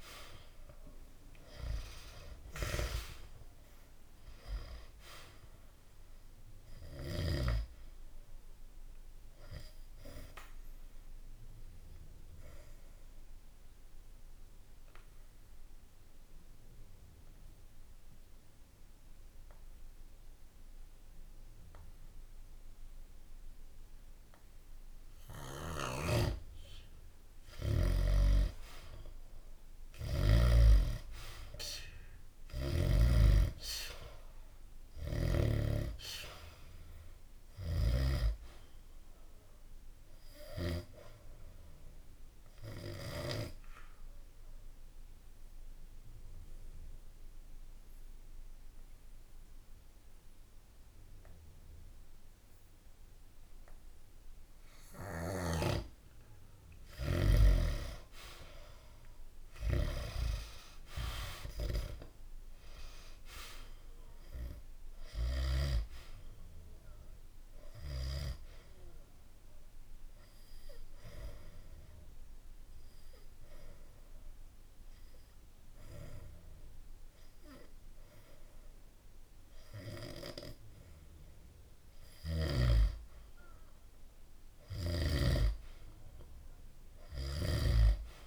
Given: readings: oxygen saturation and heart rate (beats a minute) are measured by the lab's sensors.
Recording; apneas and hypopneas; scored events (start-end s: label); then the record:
breathing in sleep by a room microphone; 3
0.00-2.50 s: arousal
8.00-26.00 s: obstructive apnea (oxygen 97% before, 90% lowest, heart rate 66 before, 54 extreme)
14.00-25.00 s: oxygen desaturation (device-marked, oxygen 97% before, 92% lowest, heart rate 65 before, 54 extreme)
25.50-30.50 s: snoring (device-marked)
28.00-32.00 s: arousal
32.00-51.00 s: oxygen desaturation (device-marked, oxygen 97% before, 90% lowest, heart rate 66 before, 57 extreme)
40.00-56.50 s: obstructive apnea (oxygen 97% before, 90% lowest, heart rate 62 before, 64 extreme, up 2 after)
55.00-65.50 s: snoring (device-marked)
59.00-63.00 s: arousal
64.00-82.00 s: oxygen desaturation (device-marked, oxygen 96% before, 90% lowest, heart rate 65 before, 65 extreme)
68.50-81.00 s: obstructive apnea (oxygen 96% before, 90% lowest, heart rate 65 before, 65 extreme, up 3 after)
83.00-86.50 s: arousal
From the record:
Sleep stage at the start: N2 (light sleep); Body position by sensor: on the back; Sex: male